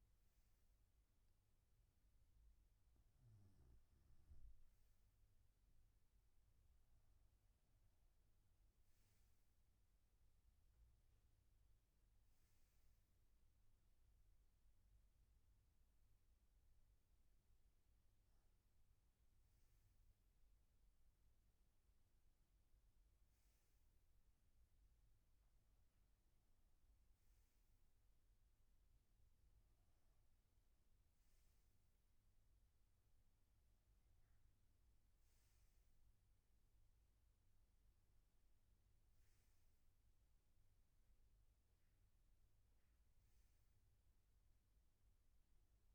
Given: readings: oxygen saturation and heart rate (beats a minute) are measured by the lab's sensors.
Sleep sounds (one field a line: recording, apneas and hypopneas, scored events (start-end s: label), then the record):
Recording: breathing in sleep, hard to hear, by a room microphone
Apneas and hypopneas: none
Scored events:
none scored
From the record:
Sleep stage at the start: N2 (light sleep)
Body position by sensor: on the right side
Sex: male